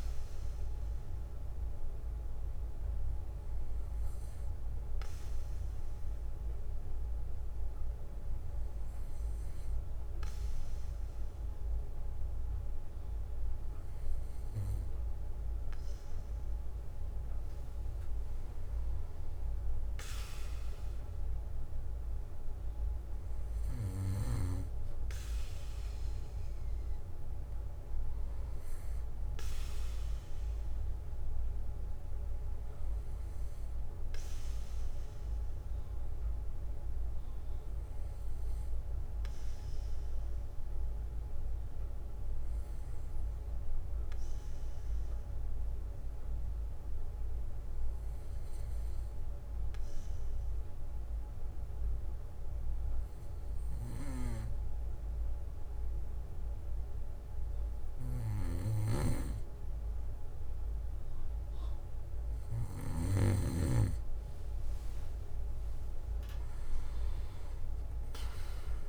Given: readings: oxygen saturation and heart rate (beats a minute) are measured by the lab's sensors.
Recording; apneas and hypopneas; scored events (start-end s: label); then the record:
breathing in sleep by a room microphone; 2
0.00-2.50 s: bradycardia (device-marked, heart rate 59 extreme)
3.50-15.50 s: bradycardia (device-marked, heart rate 63 before, 54 extreme)
6.00-17.00 s: hypopnea (oxygen 96% before, 94% lowest, heart rate 60 before, 54 extreme, up 7 after)
19.50-23.00 s: arousal
29.50-31.50 s: bradycardia (device-marked, heart rate 61 before, 60 extreme)
37.50-50.50 s: bradycardia (device-marked, heart rate 61 before, 58 extreme)
38.00-56.00 s: hypopnea (oxygen 95% before, 93% lowest, heart rate 60 before, 57 extreme, up 6 after)
52.50-54.50 s: bradycardia (device-marked, heart rate 61 before, 59 extreme)
58.00-62.00 s: arousal
62.50-64.50 s: bradycardia (device-marked, heart rate 61 before, 62 extreme)
From the record:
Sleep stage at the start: N2 (light sleep); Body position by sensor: on the back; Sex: male